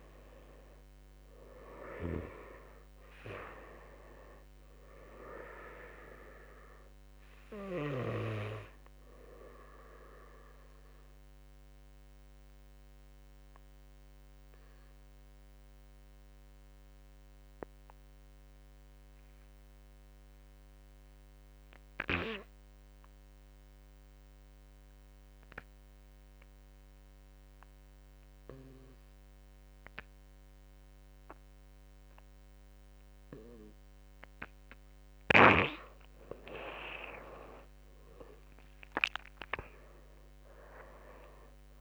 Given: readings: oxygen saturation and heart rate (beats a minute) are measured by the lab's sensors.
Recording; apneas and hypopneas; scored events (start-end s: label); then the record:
breathing in sleep by a microphone on the trachea; 1
0.00-19.00 s: oxygen desaturation (device-marked, oxygen 87% lowest, heart rate 49 extreme)
10.00-33.50 s: obstructive apnea (oxygen 95% before, 85% lowest, heart rate 58 before, 49 extreme, up 24 after)
30.00-41.81 s: oxygen desaturation (device-marked, oxygen 97% before, 85% lowest, heart rate 56 before, 53 extreme)
37.50-41.00 s: arousal
39.00-41.81 s: drop in pulse transit time (device-marked, heart rate 56 before, 53 extreme)
From the record:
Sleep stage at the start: N2 (light sleep); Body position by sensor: on the back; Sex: male